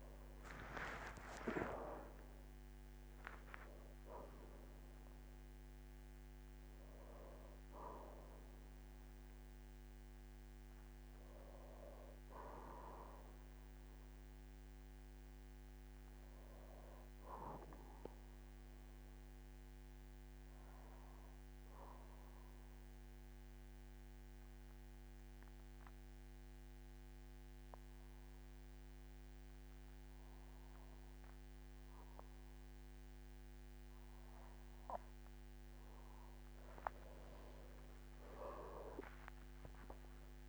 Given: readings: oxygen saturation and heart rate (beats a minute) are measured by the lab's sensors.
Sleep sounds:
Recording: breathing in sleep by a microphone on the trachea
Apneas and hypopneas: 1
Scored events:
0.00-22.00 s: oxygen desaturation (device-marked, oxygen 92% lowest, heart rate 46 extreme)
18.00-35.00 s: obstructive apnea (oxygen 98% before, 92% lowest, heart rate 59 before, 45 extreme, up 33 after)
38.50-40.49 s: arousal
From the record:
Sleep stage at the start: N2 (light sleep)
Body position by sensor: on the back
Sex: male

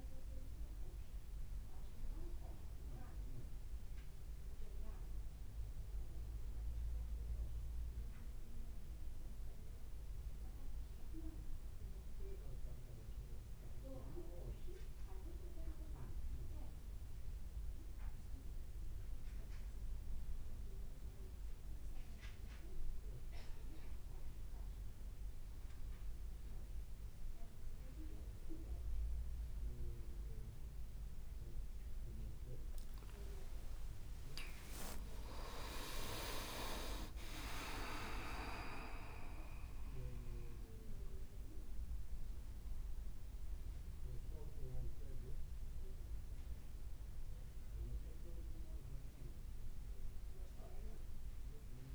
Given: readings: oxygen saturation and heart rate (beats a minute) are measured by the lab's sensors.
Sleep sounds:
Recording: breathing in sleep by a room microphone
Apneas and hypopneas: none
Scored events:
30.50-51.95 s: new sleep stage, N1 (lightest sleep)
32.00-39.50 s: leg movement (device-marked)
33.00-37.50 s: arousal
From the record:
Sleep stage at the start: REM sleep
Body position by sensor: on the back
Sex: male

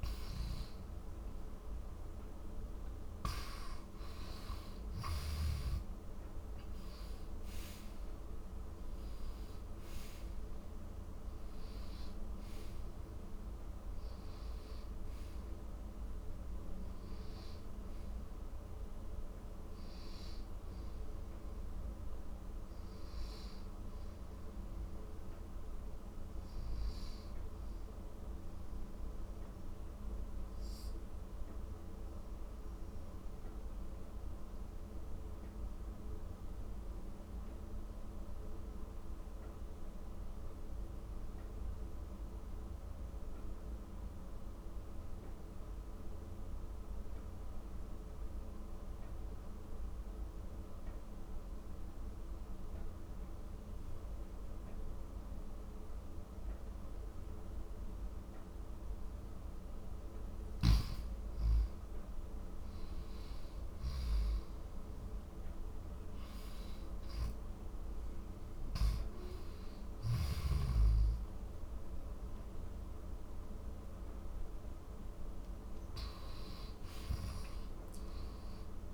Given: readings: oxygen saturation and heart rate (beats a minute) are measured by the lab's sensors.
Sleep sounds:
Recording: breathing in sleep, hard to hear, by a room microphone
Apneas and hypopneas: 1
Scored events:
0.00-2.50 s: arousal
0.00-30.00 s: oxygen desaturation (device-marked, oxygen 97% before, 91% lowest, heart rate 62 before, 45 extreme)
28.00-60.50 s: mixed apnea (oxygen 97% before, 91% lowest, heart rate 62 before, 53 extreme, up 15 after)
61.50-66.00 s: arousal
66.00-78.94 s: oxygen desaturation (device-marked, oxygen 97% before, 91% lowest, heart rate 61 before, 53 extreme)
From the record:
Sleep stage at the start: N2 (light sleep)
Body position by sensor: on the back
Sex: male

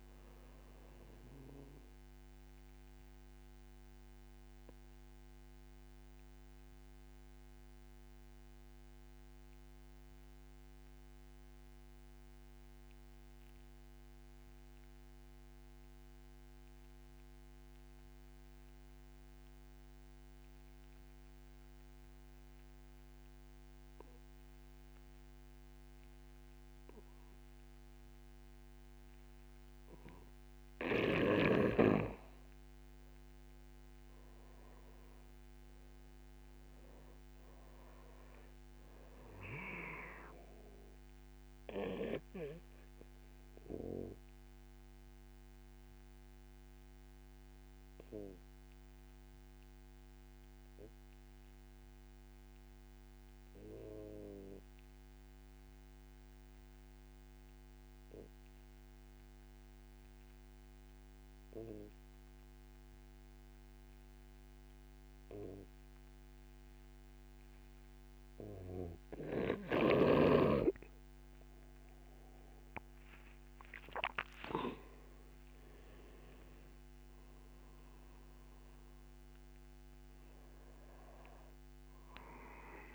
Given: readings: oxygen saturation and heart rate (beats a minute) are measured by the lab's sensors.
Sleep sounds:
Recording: breathing in sleep by a microphone on the trachea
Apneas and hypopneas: 2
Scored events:
0.00-13.00 s: oxygen desaturation (device-marked, oxygen 88% lowest, heart rate 54 extreme)
2.00-30.50 s: obstructive apnea (oxygen 97% before, 88% lowest, heart rate 69 before, 54 extreme, up 2 after)
29.00-57.00 s: oxygen desaturation (device-marked, oxygen 96% before, 88% lowest, heart rate 65 before, 54 extreme)
33.50-37.00 s: arousal
42.50-70.00 s: obstructive apnea (oxygen 97% before, 88% lowest, heart rate 58 before, 57 extreme, up 6 after)
69.00-82.95 s: oxygen desaturation (device-marked, oxygen 97% before, 88% lowest, heart rate 66 before, 57 extreme)
73.00-77.50 s: arousal
From the record:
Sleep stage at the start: N2 (light sleep)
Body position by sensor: on the back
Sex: male

